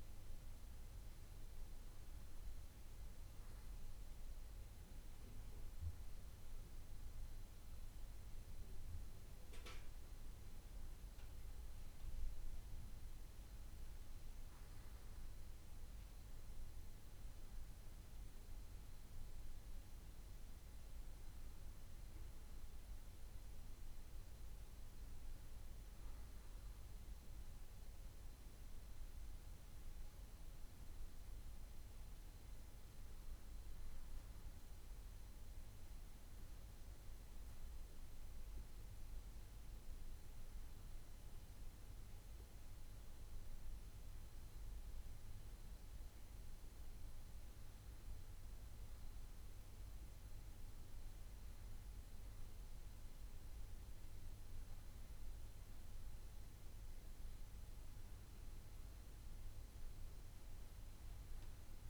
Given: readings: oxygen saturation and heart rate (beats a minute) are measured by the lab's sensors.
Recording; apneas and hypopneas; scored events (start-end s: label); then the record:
breathing in sleep, hard to hear, by a room microphone; none
none scored
From the record:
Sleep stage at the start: N1 (lightest sleep); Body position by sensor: on the back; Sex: male